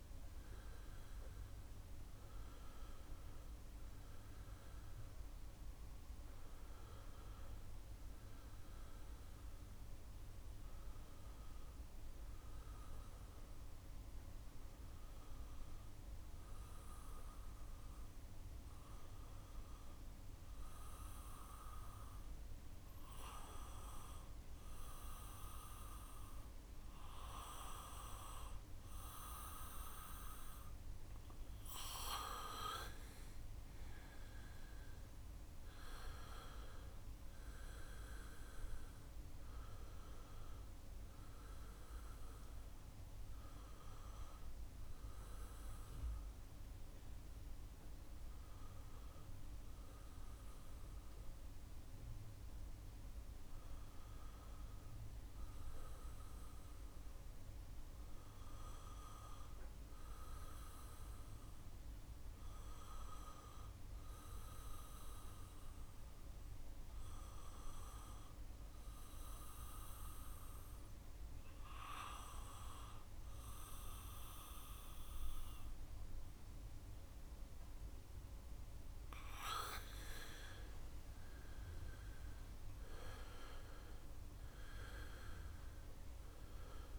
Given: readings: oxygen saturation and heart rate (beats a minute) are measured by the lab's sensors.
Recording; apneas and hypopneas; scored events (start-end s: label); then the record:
breathing in sleep by a room microphone; 2
0.00-1.50 s: arousal
8.00-31.50 s: obstructive apnea (oxygen 95% before, 90% lowest, heart rate 71 before, 70 extreme, up 3 after)
29.00-51.00 s: oxygen desaturation (device-marked, oxygen 95% before, 91% lowest, heart rate 71 before, 70 extreme)
34.00-37.50 s: arousal
41.50-77.00 s: obstructive apnea (oxygen 95% before, 89% lowest, heart rate 72 before, 70 extreme, up 2 after)
77.00-86.99 s: oxygen desaturation (device-marked, oxygen 94% before, 89% lowest, heart rate 71 before, 69 extreme)
79.00-83.00 s: arousal
From the record:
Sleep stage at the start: N1 (lightest sleep); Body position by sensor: on the back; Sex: male